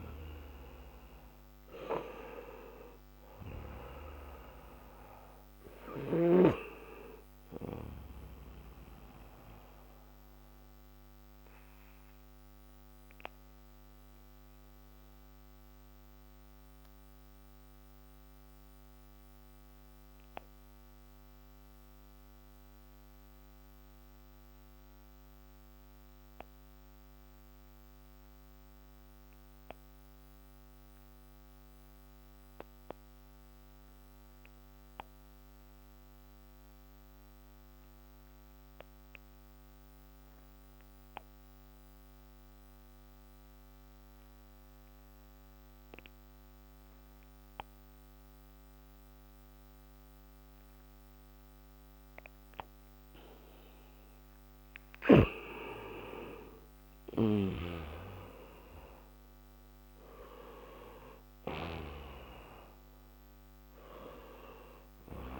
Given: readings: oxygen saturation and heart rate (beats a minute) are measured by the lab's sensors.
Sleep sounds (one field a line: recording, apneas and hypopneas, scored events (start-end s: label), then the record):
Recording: breathing in sleep by a microphone on the trachea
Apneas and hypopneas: 1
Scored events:
0.00-2.50 s: arousal
0.00-26.50 s: oxygen desaturation (device-marked, oxygen 88% lowest)
9.00-55.00 s: mixed apnea (oxygen 99% before, 85% lowest)
19.50-65.40 s: new sleep stage, N2 (light sleep)
45.50-65.40 s: oxygen desaturation (device-marked, oxygen 97% before, 85% lowest)
56.00-59.50 s: arousal
From the record:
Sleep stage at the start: REM sleep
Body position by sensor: on the back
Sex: male